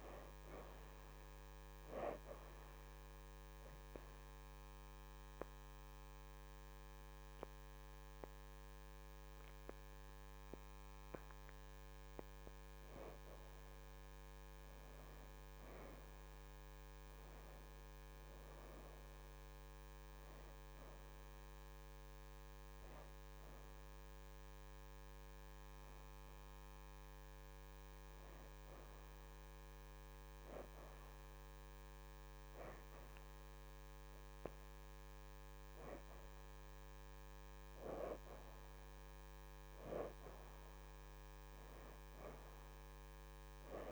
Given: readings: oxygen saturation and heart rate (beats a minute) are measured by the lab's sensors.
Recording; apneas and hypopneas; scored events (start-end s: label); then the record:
breathing in sleep by a microphone on the trachea; 1
0.00-2.00 s: oxygen desaturation (device-marked, oxygen 72% lowest, heart rate 75 extreme)
3.00-13.50 s: obstructive apnea (oxygen 87% before, 62% lowest, heart rate 80 before, 73 extreme, up 4 after)
8.00-17.00 s: oxygen desaturation (device-marked, oxygen 82% before, 70% lowest, heart rate 81 before, 73 extreme)
16.00-19.50 s: arousal
22.00-39.00 s: oxygen desaturation (device-marked, oxygen 80% before, 64% lowest, heart rate 83 before, 73 extreme)
39.00-42.50 s: arousal
From the record:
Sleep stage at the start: N2 (light sleep); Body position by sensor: on the back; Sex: female